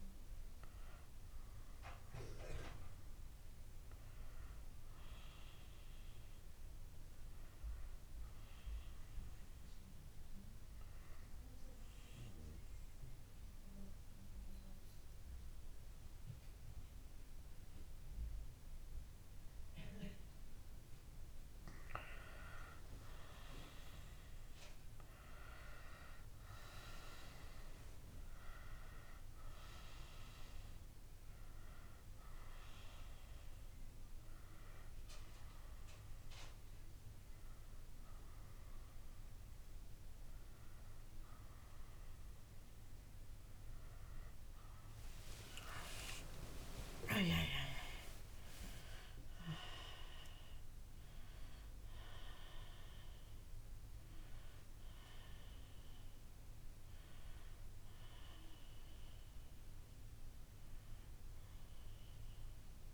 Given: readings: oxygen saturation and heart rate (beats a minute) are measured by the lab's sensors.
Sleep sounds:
breathing in sleep by a room microphone; 1
0.00-21.00 s: oxygen desaturation (device-marked, oxygen 86% lowest)
11.50-21.50 s: obstructive apnea (oxygen 93% before, 86% lowest)
24.00-27.50 s: arousal
33.00-62.94 s: new sleep stage, N1 (lightest sleep)
39.00-54.00 s: oxygen desaturation (device-marked, oxygen 95% before, 89% lowest)
45.50-50.00 s: arousal
From the record:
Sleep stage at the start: N2 (light sleep); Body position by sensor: on the left side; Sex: female

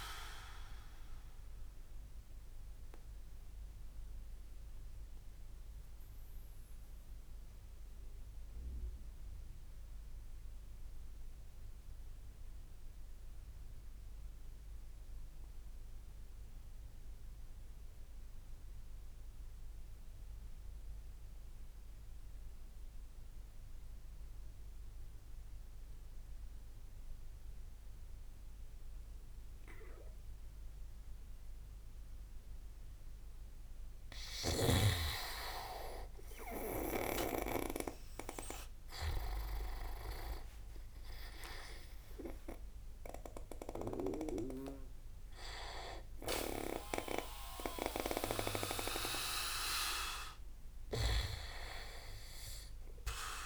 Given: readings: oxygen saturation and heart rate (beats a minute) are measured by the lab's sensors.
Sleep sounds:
breathing in sleep by a room microphone; 1
0.00-18.50 s: oxygen desaturation (device-marked, oxygen 82% lowest)
0.50-33.50 s: obstructive apnea (oxygen 97% before, 82% lowest)
35.50-39.00 s: arousal
39.50-53.46 s: oxygen desaturation (device-marked, oxygen 98% before, 89% lowest)
From the record:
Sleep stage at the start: REM sleep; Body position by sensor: on the back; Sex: male

